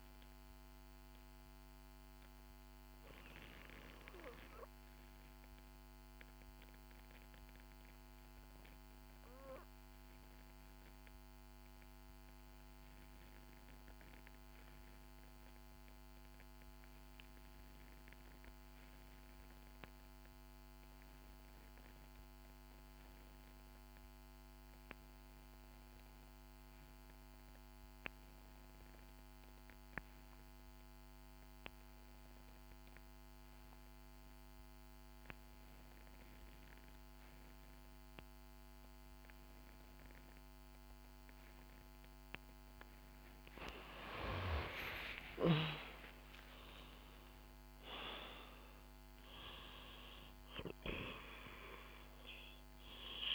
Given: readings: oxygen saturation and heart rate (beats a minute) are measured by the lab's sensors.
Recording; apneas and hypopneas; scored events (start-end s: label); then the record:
breathing in sleep by a microphone on the trachea; 1
0.00-11.50 s: oxygen desaturation (device-marked, oxygen 90% lowest, heart rate 61 extreme)
1.50-44.00 s: obstructive apnea (oxygen 96% before, 82% lowest, heart rate 72 before, 61 extreme, up 10 after)
27.50-53.35 s: oxygen desaturation (device-marked, oxygen 97% before, 82% lowest, heart rate 64 before, 62 extreme)
45.50-51.00 s: arousal
From the record:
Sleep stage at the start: N2 (light sleep); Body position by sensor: on the back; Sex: female